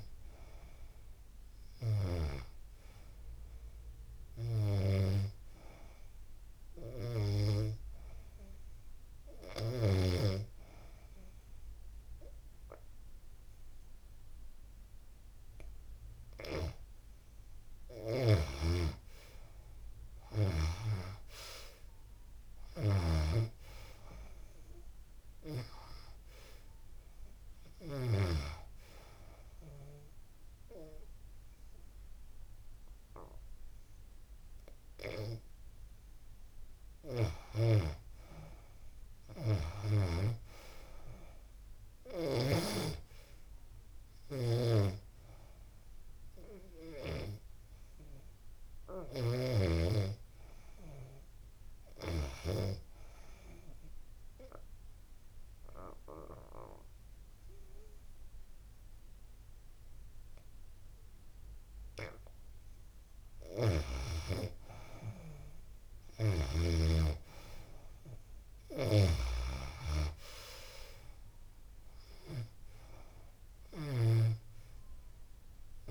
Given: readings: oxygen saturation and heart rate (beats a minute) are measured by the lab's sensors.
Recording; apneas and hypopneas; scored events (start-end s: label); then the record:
breathing in sleep by a room microphone; 2
0.00-4.00 s: oxygen desaturation (device-marked, oxygen 85% lowest, heart rate 80 extreme)
6.50-16.50 s: hypopnea (oxygen 97% before, 87% lowest, heart rate 85 before, 82 extreme, up 2 after)
20.00-35.00 s: oxygen desaturation (device-marked, oxygen 97% before, 89% lowest, heart rate 84 before, 80 extreme)
20.50-25.00 s: arousal
42.00-51.00 s: oxygen desaturation (device-marked, oxygen 96% before, 92% lowest, heart rate 85 before, 78 extreme)
51.50-63.00 s: obstructive apnea (oxygen 96% before, 83% lowest, heart rate 85 before, 78 extreme, up 5 after)
61.00-75.90 s: oxygen desaturation (device-marked, oxygen 95% before, 87% lowest, heart rate 84 before, 76 extreme)
68.50-72.50 s: arousal
From the record:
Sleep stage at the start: N2 (light sleep); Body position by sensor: on the back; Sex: female